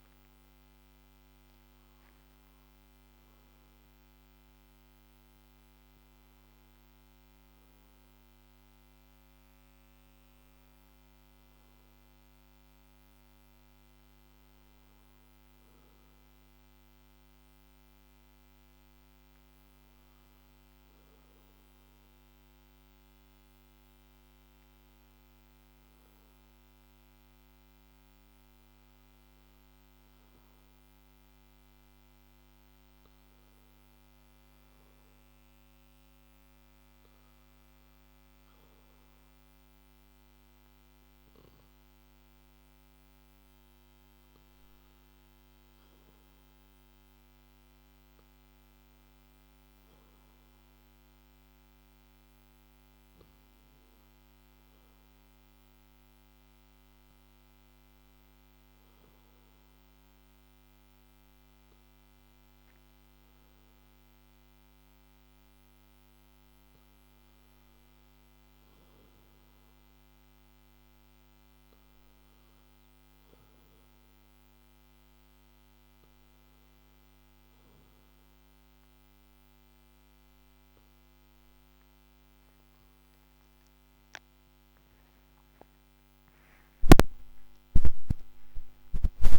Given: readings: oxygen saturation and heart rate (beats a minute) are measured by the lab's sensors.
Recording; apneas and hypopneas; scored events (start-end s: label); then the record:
a person awake in a sleep study, hard to hear, by a microphone on the trachea; none
1.50-22.50 s: oxygen desaturation (device-marked, oxygen 96% before, 92% lowest, heart rate 53 before, 51 extreme)
83.50-89.39 s: new sleep stage, N1 (lightest sleep)
From the record:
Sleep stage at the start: awake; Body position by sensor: on the back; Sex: male